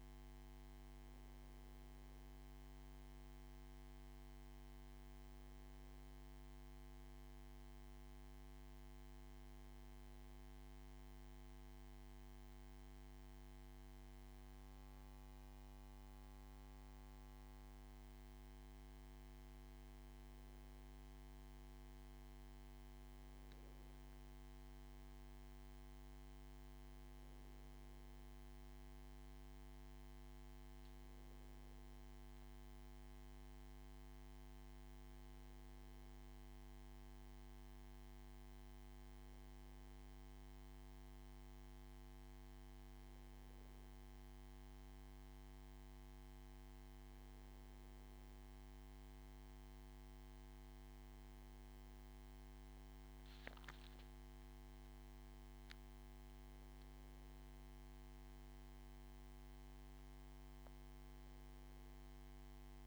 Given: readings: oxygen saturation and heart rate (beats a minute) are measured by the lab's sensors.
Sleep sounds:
breathing in sleep, hard to hear, by a microphone on the trachea; 1
5.00-8.50 s: arousal
10.50-22.00 s: obstructive apnea (oxygen 97% before, 95% lowest)
25.00-29.00 s: arousal
From the record:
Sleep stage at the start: N2 (light sleep); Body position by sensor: on the back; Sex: male

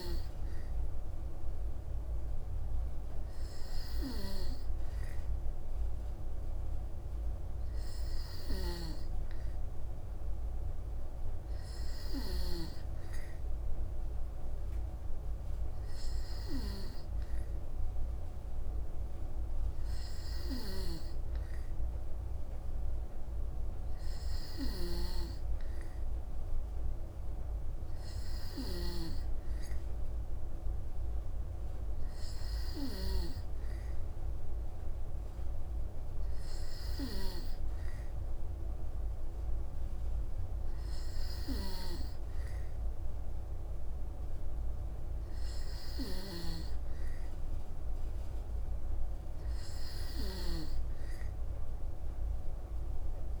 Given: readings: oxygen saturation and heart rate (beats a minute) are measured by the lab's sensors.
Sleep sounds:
breathing in sleep by a room microphone; none
8.00-12.50 s: snoring (device-marked)
24.00-28.50 s: snoring (device-marked)
41.00-46.00 s: snoring (device-marked)
From the record:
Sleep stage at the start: N2 (light sleep); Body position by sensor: on the back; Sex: female

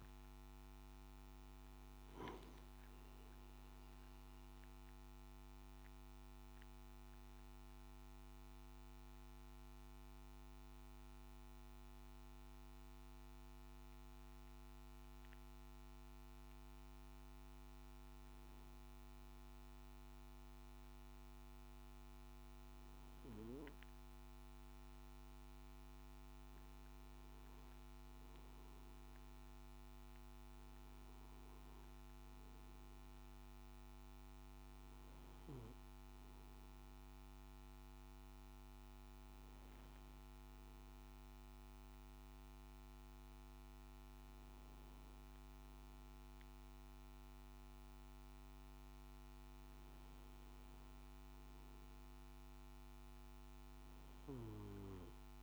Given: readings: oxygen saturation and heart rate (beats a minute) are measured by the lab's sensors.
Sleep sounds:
breathing in sleep, hard to hear, by a microphone on the trachea; 1
9.50-24.50 s: hypopnea (oxygen 96% before, 93% lowest, heart rate 59 before, 53 extreme, up 5 after)
32.00-51.00 s: oxygen desaturation (device-marked, oxygen 98% before, 94% lowest, heart rate 56 before, 53 extreme)
From the record:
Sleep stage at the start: N3 (deep sleep); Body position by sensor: on the back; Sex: male

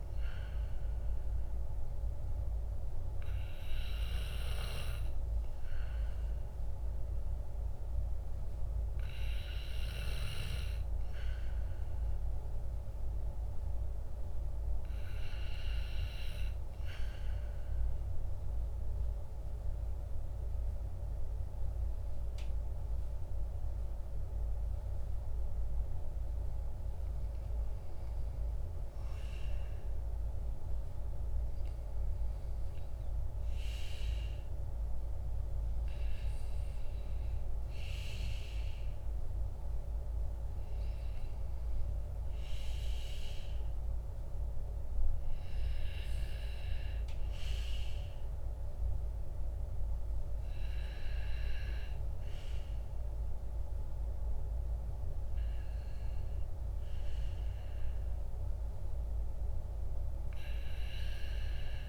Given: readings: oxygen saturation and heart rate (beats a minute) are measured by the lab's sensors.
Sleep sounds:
breathing in sleep, hard to hear, by a room microphone; 1
17.00-27.00 s: mixed apnea (oxygen 98% before, 94% lowest, heart rate 51 before, 51 extreme, up 8 after)
29.00-34.00 s: arousal
From the record:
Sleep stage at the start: REM sleep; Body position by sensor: on the back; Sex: male

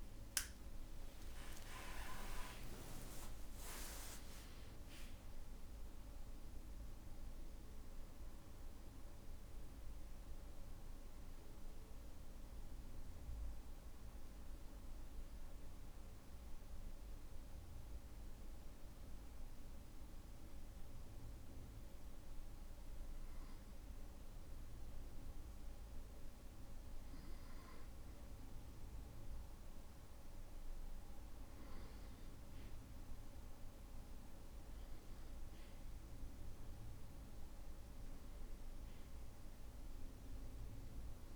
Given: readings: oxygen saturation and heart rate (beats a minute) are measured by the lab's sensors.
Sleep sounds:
breathing in sleep, hard to hear, by a room microphone; 1
4.00-6.00 s: long interval between heartbeats (device-marked, heart rate 89 before, 72 extreme)
12.50-28.50 s: hypopnea (oxygen 98% before, 95% lowest, heart rate 80 before, 56 extreme, up 4 after)
17.00-41.36 s: new sleep stage, N2 (light sleep)
33.50-39.00 s: arousal
From the record:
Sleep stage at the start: N1 (lightest sleep); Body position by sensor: on the back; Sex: male

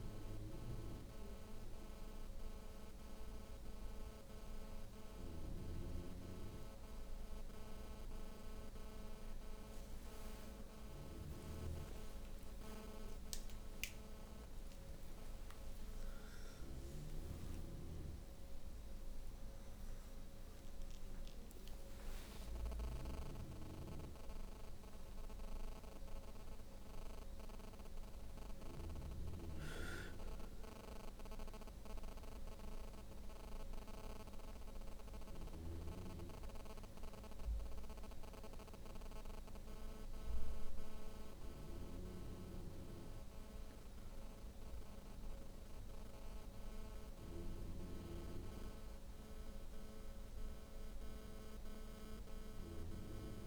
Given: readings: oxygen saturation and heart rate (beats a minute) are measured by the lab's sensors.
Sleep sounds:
breathing in sleep by a room microphone; none
1.50-31.50 s: new sleep stage, N1 (lightest sleep)
10.00-16.50 s: arousal
31.50-42.50 s: oxygen desaturation (device-marked, oxygen 94% before, 90% lowest, heart rate 121 before, 59 extreme)
31.50-53.47 s: new sleep stage, N2 (light sleep)
From the record:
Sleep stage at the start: N2 (light sleep); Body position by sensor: on the back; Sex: female

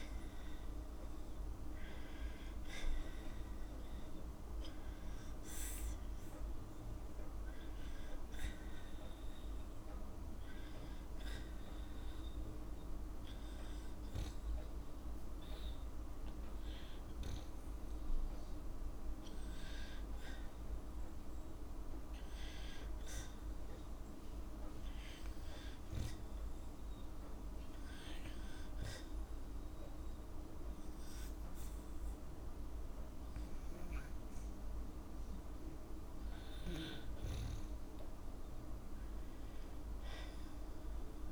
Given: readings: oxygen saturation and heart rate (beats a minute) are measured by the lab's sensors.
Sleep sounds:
breathing in sleep, hard to hear, by a room microphone; none
0.00-2.00 s: arousal
3.00-22.00 s: oxygen desaturation (device-marked, oxygen 98% before, 94% lowest, heart rate 82 before, 86 extreme)
34.00-41.31 s: oxygen desaturation (device-marked, oxygen 95% before, 92% lowest, heart rate 87 before, 84 extreme)
From the record:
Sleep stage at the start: N2 (light sleep); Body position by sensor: on the right side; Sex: female

